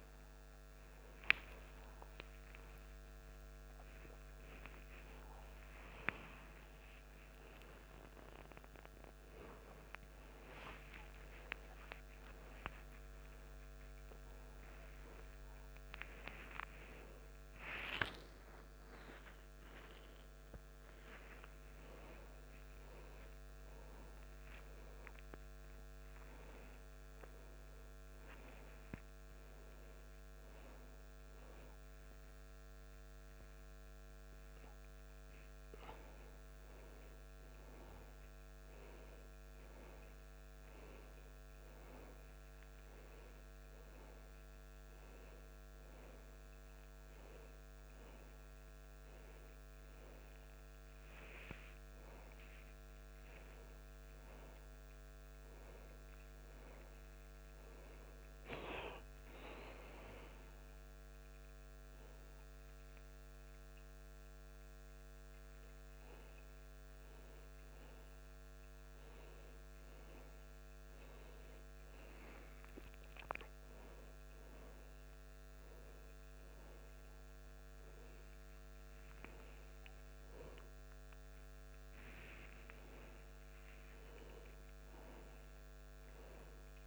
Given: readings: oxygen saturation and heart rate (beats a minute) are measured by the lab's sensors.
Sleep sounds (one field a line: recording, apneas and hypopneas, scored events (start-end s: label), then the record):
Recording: a person awake in a sleep study, by a microphone on the trachea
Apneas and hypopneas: none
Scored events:
29.50-43.50 s: oxygen desaturation (device-marked, oxygen 98% before, 95% lowest)
From the record:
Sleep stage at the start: awake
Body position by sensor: upright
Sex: male